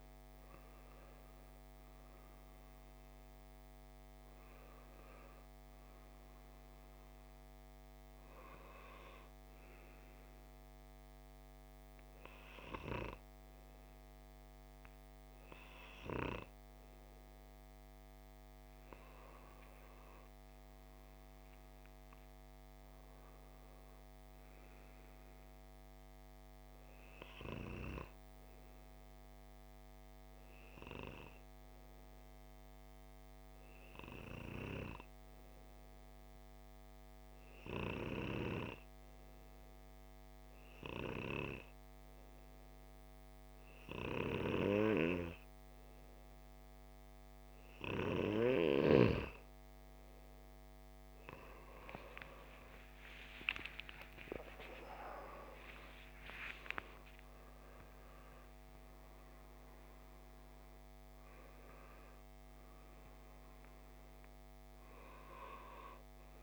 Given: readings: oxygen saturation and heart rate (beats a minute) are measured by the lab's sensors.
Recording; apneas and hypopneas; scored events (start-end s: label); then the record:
breathing in sleep by a microphone on the trachea; 1
36.50-49.00 s: hypopnea (oxygen 96% before, 92% lowest)
51.50-56.00 s: arousal
53.00-61.00 s: oxygen desaturation (device-marked, oxygen 95% before, 92% lowest)
From the record:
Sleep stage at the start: N2 (light sleep); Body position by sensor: on the left side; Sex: male